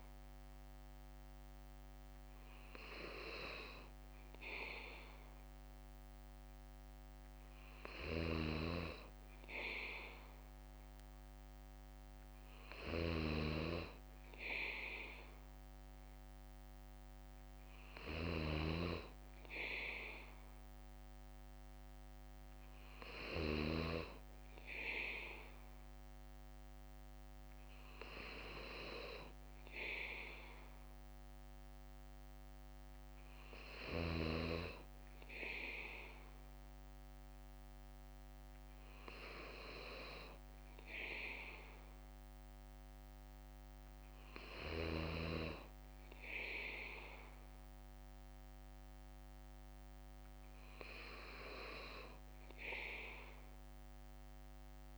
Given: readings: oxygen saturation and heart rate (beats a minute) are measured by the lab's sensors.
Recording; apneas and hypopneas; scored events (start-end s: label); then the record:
breathing in sleep by a microphone on the trachea; none
11.50-16.50 s: bradycardia (device-marked, heart rate 59 before, 59 extreme)
31.50-34.50 s: bradycardia (device-marked, heart rate 59 before, 60 extreme)
40.50-54.98 s: bradycardia (device-marked, heart rate 59 before, 57 extreme)
From the record:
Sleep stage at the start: N3 (deep sleep); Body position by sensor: on the back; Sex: male